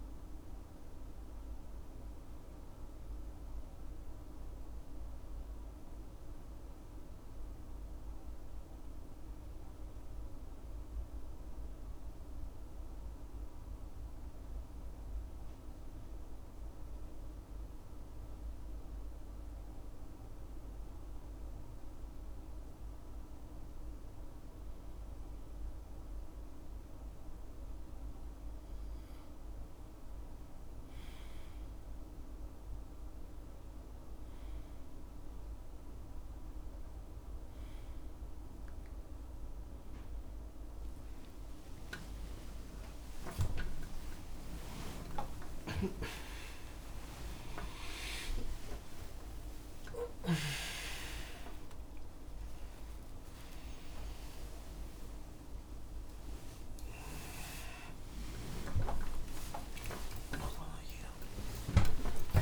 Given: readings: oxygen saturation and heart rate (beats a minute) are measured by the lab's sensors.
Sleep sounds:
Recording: breathing in sleep by a room microphone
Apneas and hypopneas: 1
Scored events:
4.50-27.00 s: hypopnea (oxygen 98% before, 96% lowest, heart rate 70 before, 65 extreme, up 11 after)
42.50-44.50 s: long interval between heartbeats (device-marked, heart rate 71 before, 80 extreme)
51.00-62.42 s: new sleep stage, awake
53.00-62.42 s: tachycardia (device-marked, heart rate 71 before, 175 extreme)
59.00-61.00 s: long interval between heartbeats (device-marked, heart rate 89 before, 122 extreme)
From the record:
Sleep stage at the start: N2 (light sleep)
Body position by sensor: on the left side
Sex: male

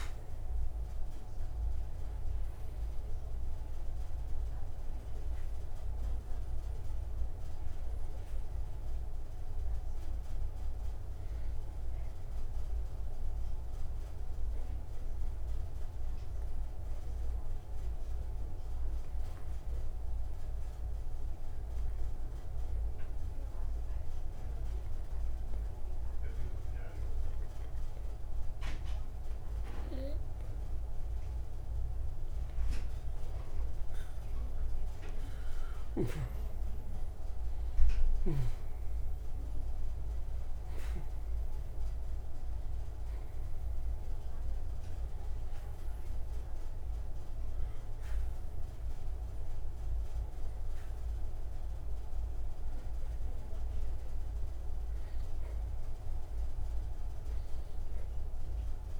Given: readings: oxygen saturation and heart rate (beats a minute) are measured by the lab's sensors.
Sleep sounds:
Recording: breathing in sleep, hard to hear, by a room microphone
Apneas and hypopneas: 1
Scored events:
7.50-26.50 s: oxygen desaturation (device-marked, oxygen 94% before, 85% lowest)
10.50-32.00 s: obstructive apnea (oxygen 94% before, 85% lowest)
35.50-40.50 s: arousal
40.50-58.99 s: oxygen desaturation (device-marked, oxygen 97% before, 87% lowest)
From the record:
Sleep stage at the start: N2 (light sleep)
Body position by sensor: on the right side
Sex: male

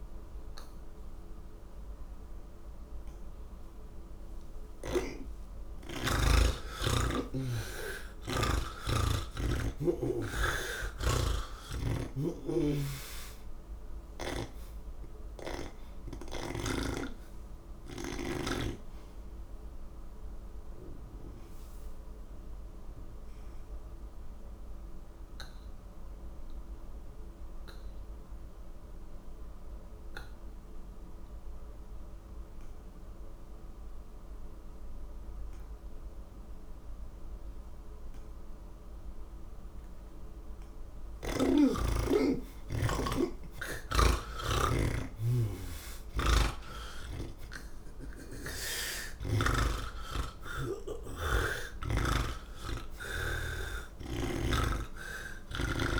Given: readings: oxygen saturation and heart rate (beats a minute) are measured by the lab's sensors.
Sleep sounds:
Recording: breathing in sleep by a room microphone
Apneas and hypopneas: none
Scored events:
0.00-1.50 s: oxygen desaturation (device-marked, oxygen 89% lowest, heart rate 73 extreme)
12.00-15.50 s: snoring (device-marked)
27.50-35.50 s: oxygen desaturation (device-marked, oxygen 94% before, 90% lowest, heart rate 79 before, 67 extreme)
40.50-44.00 s: snoring (device-marked)
41.50-47.50 s: oxygen desaturation (device-marked, oxygen 97% before, 93% lowest, heart rate 73 before, 69 extreme)
46.00-49.50 s: snoring (device-marked)
54.00-56.00 s: snoring (device-marked)
From the record:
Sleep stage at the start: N3 (deep sleep)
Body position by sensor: on the back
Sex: male

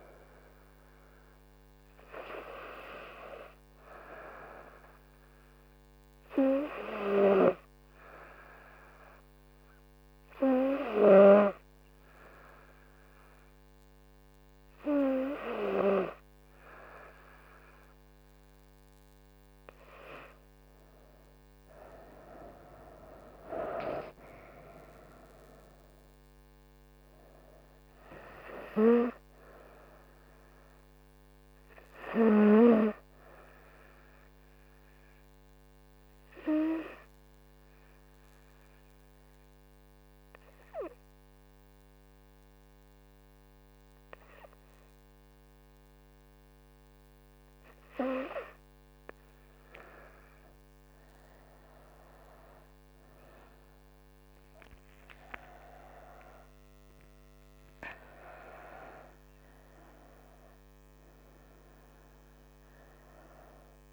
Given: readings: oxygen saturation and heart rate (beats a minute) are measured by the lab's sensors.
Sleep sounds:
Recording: breathing in sleep by a microphone on the trachea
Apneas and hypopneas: 2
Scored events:
1.00-18.00 s: hypopnea (oxygen 97% before, 95% lowest, heart rate 70 before, 66 extreme, up 6 after)
20.00-23.00 s: arousal
36.00-50.00 s: hypopnea (oxygen 97% before, 94% lowest, heart rate 72 before, 66 extreme, up 11 after)
52.50-57.00 s: arousal
From the record:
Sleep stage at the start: N2 (light sleep)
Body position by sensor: on the front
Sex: female

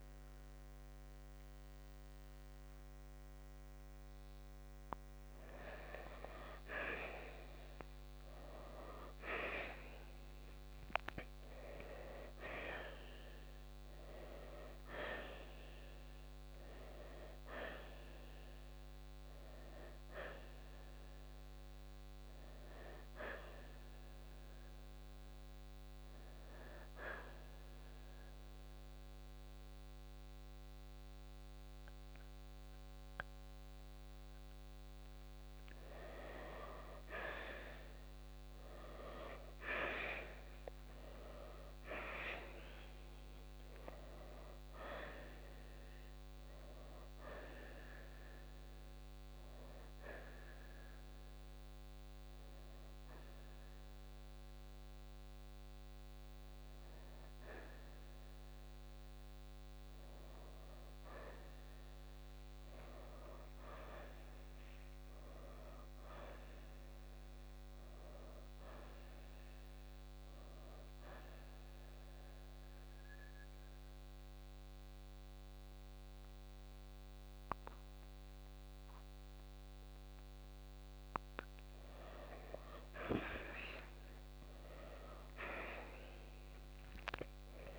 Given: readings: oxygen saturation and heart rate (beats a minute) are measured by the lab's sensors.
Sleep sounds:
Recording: breathing in sleep by a microphone on the trachea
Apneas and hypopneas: 1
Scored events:
17.00-32.00 s: oxygen desaturation (device-marked, oxygen 92% before, 85% lowest, heart rate 60 before, 55 extreme)
39.00-43.50 s: arousal
47.00-66.00 s: oxygen desaturation (device-marked, oxygen 93% before, 86% lowest, heart rate 63 before, 60 extreme)
64.50-68.50 s: arousal
71.00-81.00 s: mixed apnea (oxygen 94% before, 86% lowest, heart rate 66 before, 60 extreme, up 2 after)
73.00-84.00 s: oxygen desaturation (device-marked, oxygen 94% before, 90% lowest, heart rate 65 before, 60 extreme)
83.00-87.50 s: arousal
From the record:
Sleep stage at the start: N2 (light sleep)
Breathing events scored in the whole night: 207 in 4.2 hours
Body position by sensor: on the right side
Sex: male

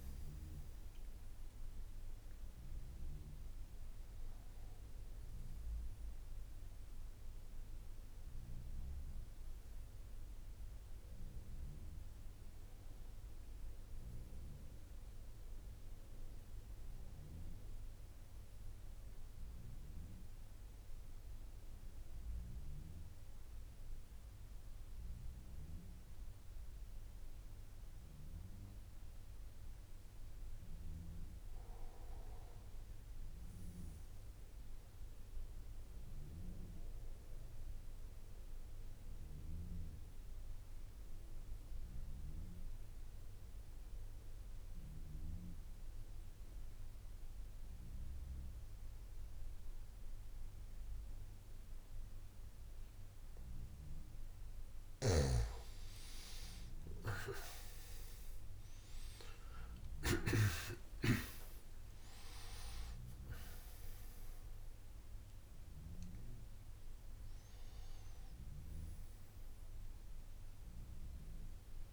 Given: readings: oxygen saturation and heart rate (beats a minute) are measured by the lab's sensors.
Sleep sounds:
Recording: breathing in sleep by a room microphone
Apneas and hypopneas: 1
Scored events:
0.00-28.00 s: oxygen desaturation (device-marked, oxygen 89% lowest, heart rate 53 extreme)
36.00-54.00 s: obstructive apnea (oxygen 99% before, 89% lowest, heart rate 58 before, 53 extreme, up 15 after)
59.00-71.93 s: oxygen desaturation (device-marked, oxygen 97% before, 89% lowest, heart rate 56 before, 63 extreme)
From the record:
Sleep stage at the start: N1 (lightest sleep)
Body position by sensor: on the back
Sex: male

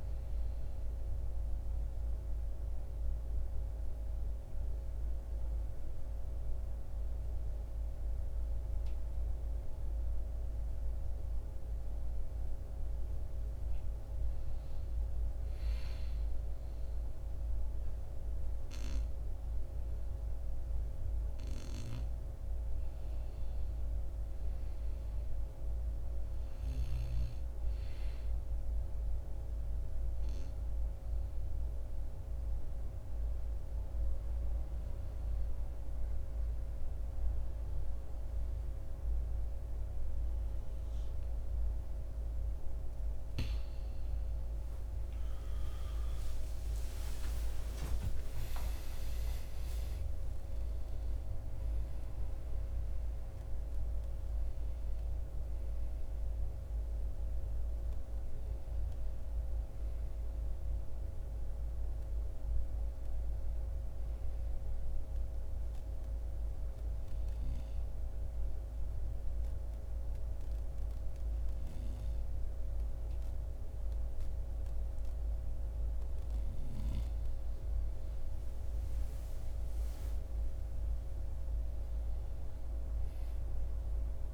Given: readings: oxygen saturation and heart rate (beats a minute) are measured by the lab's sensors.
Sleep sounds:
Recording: breathing in sleep, hard to hear, by a room microphone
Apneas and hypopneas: 3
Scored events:
0.00-14.50 s: oxygen desaturation (device-marked, oxygen 89% lowest, heart rate 55 extreme)
1.00-13.50 s: mixed apnea (oxygen 97% before, 85% lowest, heart rate 61 before, 55 extreme, up 2 after)
16.50-20.50 s: arousal
25.50-43.50 s: oxygen desaturation (device-marked, oxygen 98% before, 92% lowest, heart rate 56 before, 56 extreme)
29.50-43.00 s: obstructive apnea (oxygen 98% before, 85% lowest, heart rate 57 before, 56 extreme)
45.00-49.50 s: arousal
50.50-71.50 s: oxygen desaturation (device-marked, oxygen 94% before, 85% lowest, heart rate 71 before, 54 extreme)
68.00-78.00 s: obstructive apnea (oxygen 94% before, 86% lowest, heart rate 85 before, 54 extreme, up 6 after)
81.00-84.34 s: arousal
From the record:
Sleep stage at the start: N2 (light sleep)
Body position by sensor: on the back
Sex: male

